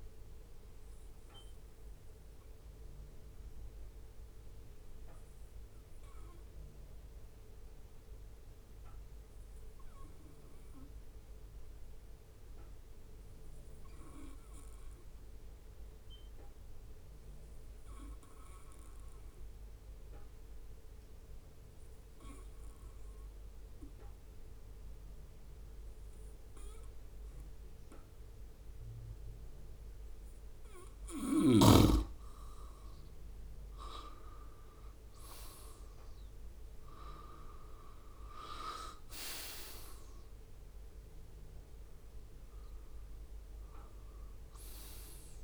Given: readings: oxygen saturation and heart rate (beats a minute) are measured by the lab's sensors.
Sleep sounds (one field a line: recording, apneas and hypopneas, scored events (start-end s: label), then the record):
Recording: breathing in sleep by a room microphone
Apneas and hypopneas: 1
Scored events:
0.50-30.00 s: obstructive apnea (oxygen 97% before, 91% lowest, heart rate 63 before, 62 extreme, up 7 after)
30.00-45.44 s: oxygen desaturation (device-marked, oxygen 96% before, 93% lowest, heart rate 69 before, 61 extreme)
32.00-36.00 s: arousal
From the record:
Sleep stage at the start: N2 (light sleep)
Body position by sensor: on the right side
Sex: male